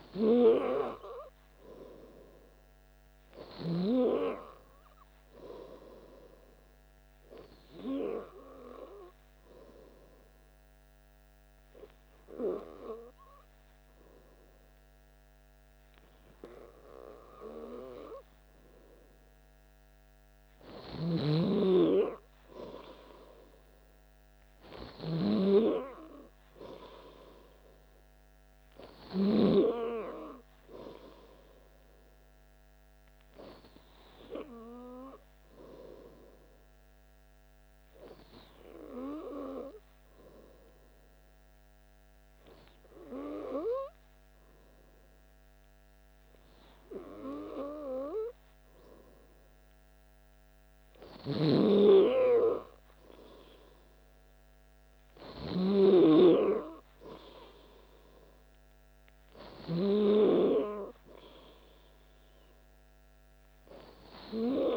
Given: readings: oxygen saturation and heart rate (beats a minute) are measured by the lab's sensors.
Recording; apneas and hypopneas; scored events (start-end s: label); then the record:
breathing in sleep by a microphone on the trachea; 2
8.00-19.50 s: hypopnea (oxygen 96% before, 94% lowest, heart rate 62 before, 59 extreme, up 2 after)
21.00-24.00 s: arousal
35.00-48.50 s: hypopnea (oxygen 96% before, 94% lowest, heart rate 60 before, 58 extreme, up 1 after)
50.50-53.00 s: arousal
From the record:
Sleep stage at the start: N2 (light sleep); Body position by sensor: on the back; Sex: male